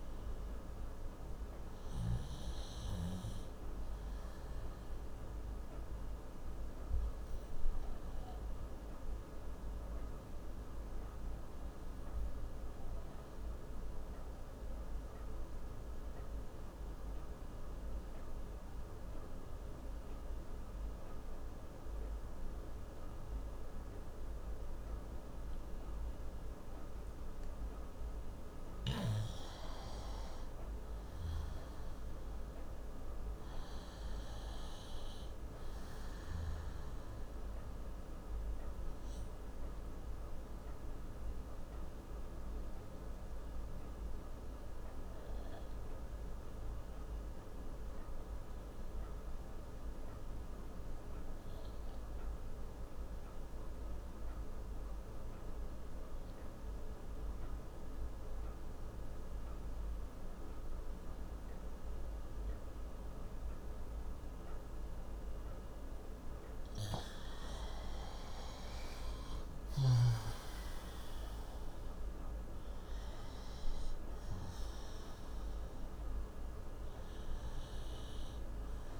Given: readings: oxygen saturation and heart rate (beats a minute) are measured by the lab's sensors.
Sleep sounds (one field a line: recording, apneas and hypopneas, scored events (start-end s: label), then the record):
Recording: breathing in sleep, hard to hear, by a room microphone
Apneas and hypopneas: 2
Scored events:
0.00-19.00 s: oxygen desaturation (device-marked, oxygen 89% lowest)
6.00-29.00 s: obstructive apnea (oxygen 95% before, 89% lowest)
30.50-34.00 s: arousal
36.00-55.00 s: oxygen desaturation (device-marked, oxygen 98% before, 91% lowest)
39.00-65.50 s: obstructive apnea (oxygen 98% before, 89% lowest)
67.00-70.50 s: arousal
71.00-78.99 s: oxygen desaturation (device-marked, oxygen 96% before, 89% lowest)
From the record:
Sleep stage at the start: N2 (light sleep)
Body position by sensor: on the left side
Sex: male